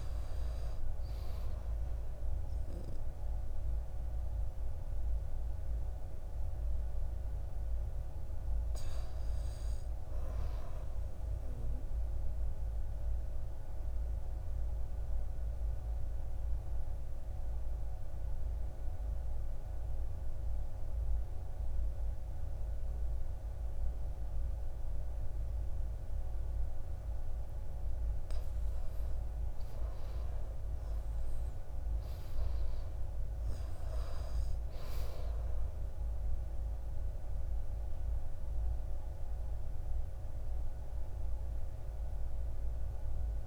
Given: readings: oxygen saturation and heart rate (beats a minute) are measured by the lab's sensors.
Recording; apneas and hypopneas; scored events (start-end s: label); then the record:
breathing in sleep, hard to hear, by a room microphone; 1
0.00-10.00 s: oxygen desaturation (device-marked, oxygen 87% lowest, heart rate 54 extreme)
11.00-26.00 s: obstructive apnea (oxygen 95% before, 86% lowest, heart rate 62 before, 54 extreme, up 12 after)
28.50-32.00 s: arousal
30.00-43.47 s: oxygen desaturation (device-marked, oxygen 95% before, 88% lowest, heart rate 56 before, 57 extreme)
From the record:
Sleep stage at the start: N2 (light sleep); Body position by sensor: on the back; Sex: male